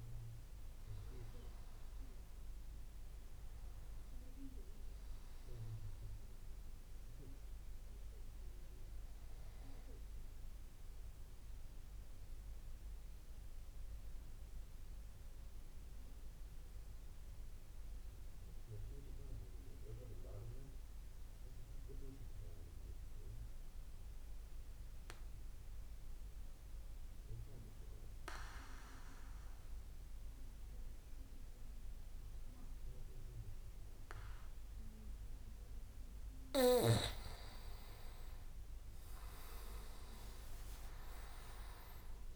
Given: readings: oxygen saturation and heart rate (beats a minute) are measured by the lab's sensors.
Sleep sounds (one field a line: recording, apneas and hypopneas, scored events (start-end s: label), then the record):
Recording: breathing in sleep by a room microphone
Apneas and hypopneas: 1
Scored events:
0.00-11.50 s: oxygen desaturation (device-marked, oxygen 90% lowest)
11.50-36.00 s: mixed apnea (oxygen 95% before, 90% lowest)
32.50-42.36 s: oxygen desaturation (device-marked, oxygen 97% before, 90% lowest)
41.00-42.36 s: arousal
From the record:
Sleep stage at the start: N2 (light sleep)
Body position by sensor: on the back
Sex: male